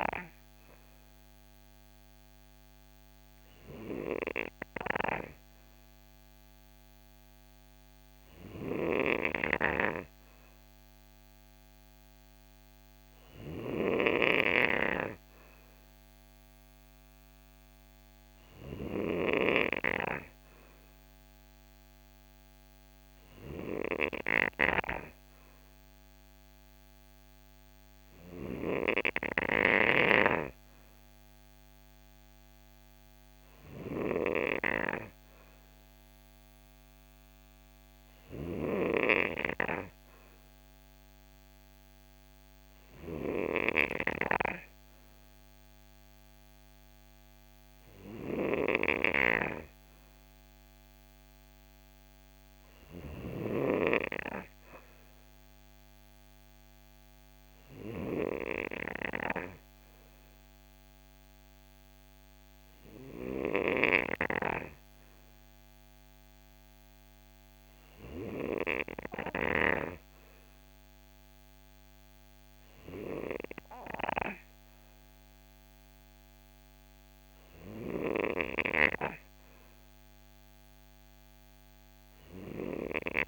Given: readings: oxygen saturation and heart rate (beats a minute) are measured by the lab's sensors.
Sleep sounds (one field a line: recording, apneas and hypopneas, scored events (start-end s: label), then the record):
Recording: breathing in sleep by a microphone on the trachea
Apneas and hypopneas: none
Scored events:
none scored
From the record:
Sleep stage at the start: N3 (deep sleep)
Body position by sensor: on the right side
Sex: male